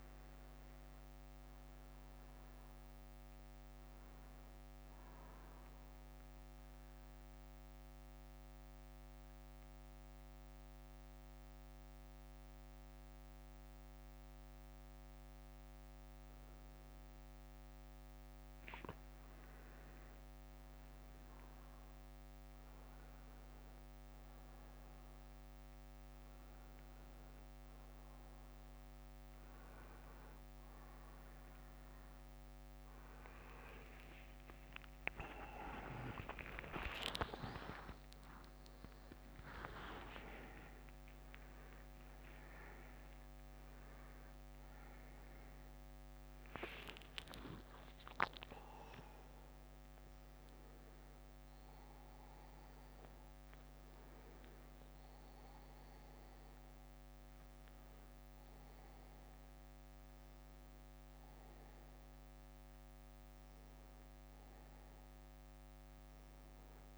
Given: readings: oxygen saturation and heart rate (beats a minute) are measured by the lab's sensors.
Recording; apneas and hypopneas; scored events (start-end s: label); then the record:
breathing in sleep by a microphone on the trachea; 1
0.00-1.00 s: bradycardia (device-marked, heart rate 48 extreme)
1.50-4.50 s: arousal
3.00-6.00 s: bradycardia (device-marked, heart rate 61 before, 57 extreme)
6.50-19.00 s: mixed apnea (oxygen 96% before, 91% lowest, heart rate 60 before, 55 extreme, up 19 after)
8.00-18.00 s: bradycardia (device-marked, heart rate 61 before, 50 extreme)
26.00-29.00 s: bradycardia (device-marked, heart rate 61 before, 61 extreme)
34.00-42.00 s: tachycardia (device-marked, heart rate 61 before, 190 extreme)
35.50-40.00 s: arousal
41.00-45.00 s: oxygen desaturation (device-marked, oxygen 97% before, 95% lowest, heart rate 83 before, 60 extreme)
47.00-52.00 s: oxygen desaturation (device-marked, oxygen 97% before, 93% lowest, heart rate 105 before, 56 extreme)
47.00-66.98 s: new sleep stage, N1 (lightest sleep)
57.00-65.00 s: oxygen desaturation (device-marked, oxygen 96% before, 91% lowest, heart rate 112 before, 55 extreme)
From the record:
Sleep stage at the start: N2 (light sleep); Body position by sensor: on the back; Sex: male